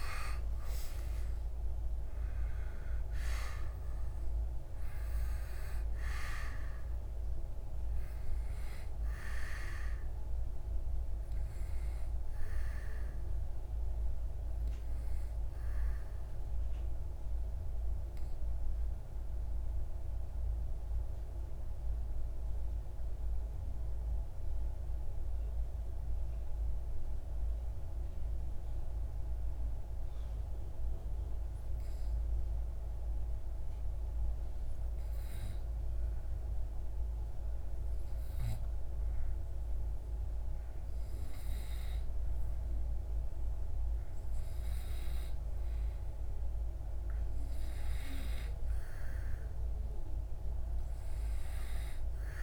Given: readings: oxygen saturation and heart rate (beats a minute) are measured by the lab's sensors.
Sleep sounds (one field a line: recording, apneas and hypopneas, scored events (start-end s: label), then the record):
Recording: breathing in sleep, hard to hear, by a room microphone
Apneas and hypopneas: 1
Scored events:
0.00-25.00 s: oxygen desaturation (device-marked, oxygen 91% lowest)
15.50-40.50 s: obstructive apnea (oxygen 96% before, 91% lowest)
42.50-45.50 s: arousal
44.00-52.43 s: oxygen desaturation (device-marked, oxygen 97% before, 93% lowest)
From the record:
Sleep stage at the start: N2 (light sleep)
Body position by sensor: on the back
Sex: male